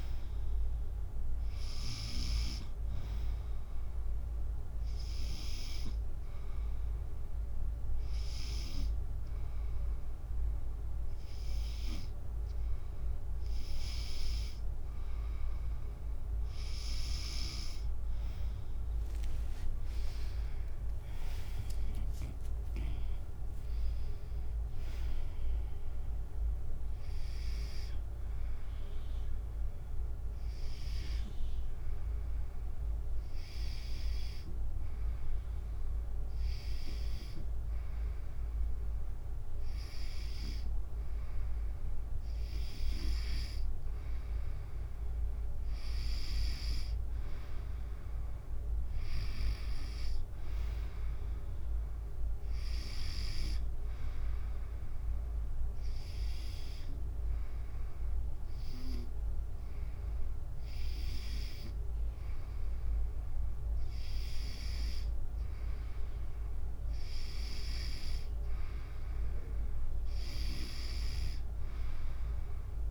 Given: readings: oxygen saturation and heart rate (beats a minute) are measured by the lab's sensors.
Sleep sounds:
breathing in sleep by a room microphone; 3
1.00-15.00 s: oxygen desaturation (device-marked, oxygen 98% before, 93% lowest, heart rate 69 before, 69 extreme)
5.00-15.50 s: hypopnea (oxygen 98% before, 92% lowest, heart rate 68 before, 69 extreme, up 28 after)
19.00-22.50 s: arousal
20.00-31.00 s: drop in pulse transit time (device-marked, heart rate 73 before, 75 extreme)
25.00-39.00 s: oxygen desaturation (device-marked, oxygen 96% before, 92% lowest, heart rate 79 before, 68 extreme)
29.50-42.00 s: hypopnea (oxygen 98% before, 92% lowest, heart rate 80 before, 67 extreme, up 5 after)
45.00-49.00 s: arousal
55.00-65.00 s: hypopnea (oxygen 97% before, 93% lowest, heart rate 73 before, 67 extreme, up 5 after)
65.00-68.50 s: arousal
From the record:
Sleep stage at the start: N2 (light sleep); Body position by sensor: on the back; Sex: female

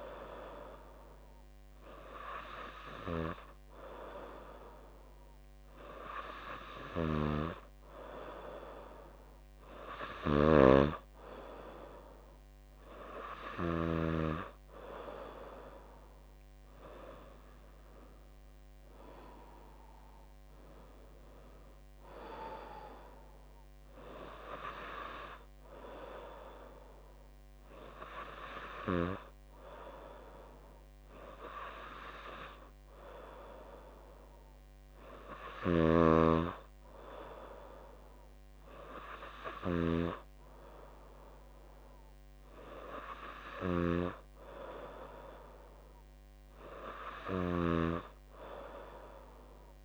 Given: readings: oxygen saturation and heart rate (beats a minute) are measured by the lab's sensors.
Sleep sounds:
breathing in sleep by a microphone on the trachea; none
10.50-14.00 s: snoring (device-marked)
35.50-48.00 s: snoring (device-marked)
From the record:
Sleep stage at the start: N2 (light sleep); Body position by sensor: on the back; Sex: female

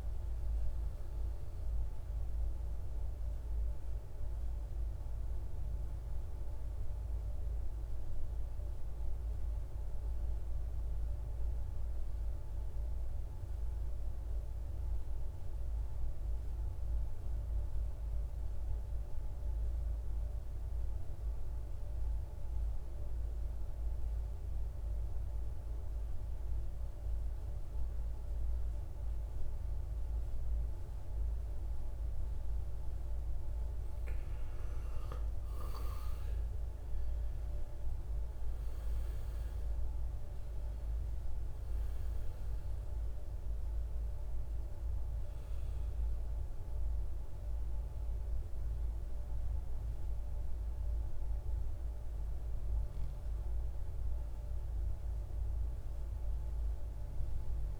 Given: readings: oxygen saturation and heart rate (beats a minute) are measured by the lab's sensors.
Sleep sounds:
breathing in sleep, hard to hear, by a room microphone; 1
0.00-15.50 s: oxygen desaturation (device-marked, oxygen 87% lowest, heart rate 55 extreme)
7.50-32.50 s: mixed apnea (oxygen 97% before, 86% lowest, heart rate 66 before, 53 extreme, up 13 after)
29.50-56.50 s: oxygen desaturation (device-marked, oxygen 98% before, 86% lowest, heart rate 57 before, 53 extreme)
35.50-39.50 s: arousal
From the record:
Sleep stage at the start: N2 (light sleep); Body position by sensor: on the right side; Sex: male

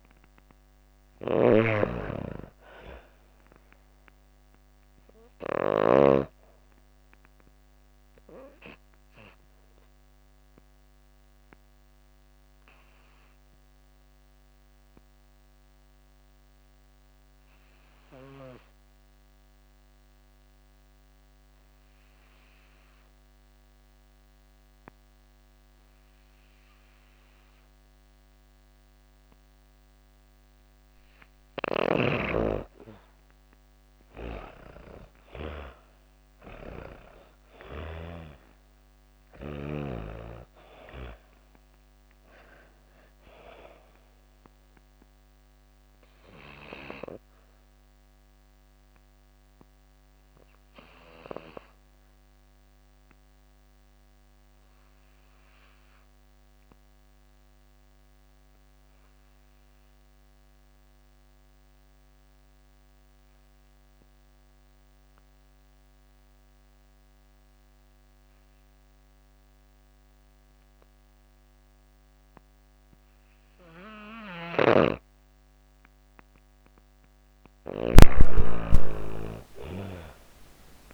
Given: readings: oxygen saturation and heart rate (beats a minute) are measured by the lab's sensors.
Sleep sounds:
breathing in sleep by a microphone on the trachea; 2
0.00-5.00 s: snoring (device-marked)
0.00-26.00 s: oxygen desaturation (device-marked, oxygen 83% lowest)
6.50-30.00 s: obstructive apnea (oxygen 97% before, 83% lowest)
31.00-37.00 s: snoring (device-marked)
31.00-60.00 s: oxygen desaturation (device-marked, oxygen 98% before, 86% lowest)
32.50-37.00 s: arousal
45.50-75.00 s: mixed apnea (oxygen 98% before, 85% lowest, heart rate 53 before, 45 extreme, up 37 after)
73.50-80.94 s: snoring (device-marked)
74.00-80.94 s: oxygen desaturation (device-marked, oxygen 99% before, 86% lowest, heart rate 169 before, 45 extreme)
77.50-80.94 s: arousal
From the record:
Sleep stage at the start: N2 (light sleep); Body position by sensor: on the back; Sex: female

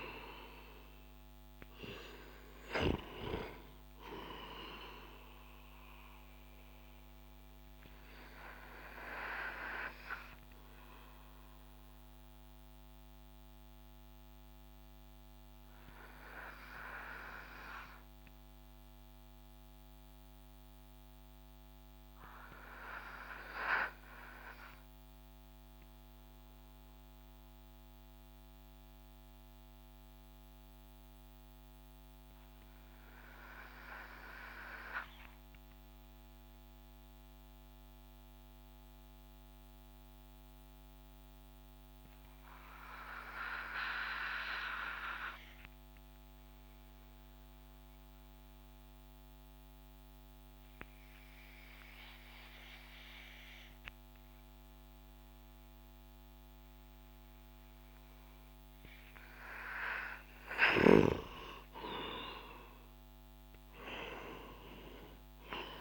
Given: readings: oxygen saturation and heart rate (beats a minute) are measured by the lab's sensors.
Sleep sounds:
breathing in sleep by a microphone on the trachea; 1
0.00-25.00 s: oxygen desaturation (device-marked, oxygen 87% lowest)
6.00-59.50 s: obstructive apnea (oxygen 94% before, 87% lowest)
46.00-65.81 s: oxygen desaturation (device-marked, oxygen 98% before, 92% lowest)
61.00-64.50 s: arousal
From the record:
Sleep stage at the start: N2 (light sleep); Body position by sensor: on the back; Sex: male

